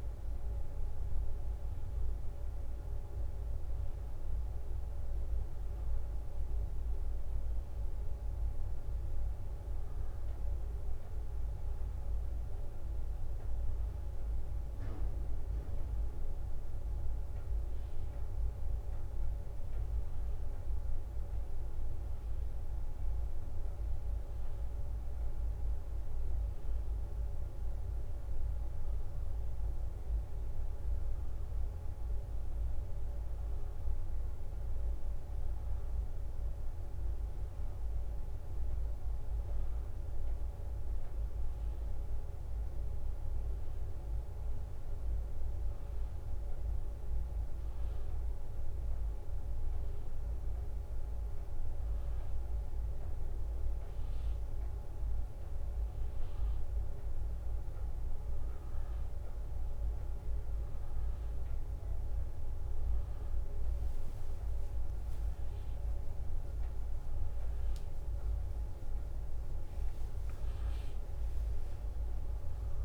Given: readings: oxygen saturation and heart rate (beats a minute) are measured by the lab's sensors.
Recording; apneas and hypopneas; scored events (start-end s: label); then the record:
a person awake in a sleep study, hard to hear, by a room microphone; none
0.00-1.50 s: leg movement (device-marked)
3.00-8.00 s: leg movement (device-marked)
10.50-18.00 s: leg movement (device-marked)
21.00-29.00 s: leg movement (device-marked)
32.00-39.50 s: leg movement (device-marked)
42.00-48.00 s: leg movement (device-marked)
64.50-72.84 s: leg movement (device-marked)
From the record:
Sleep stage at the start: awake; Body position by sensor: on the back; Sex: female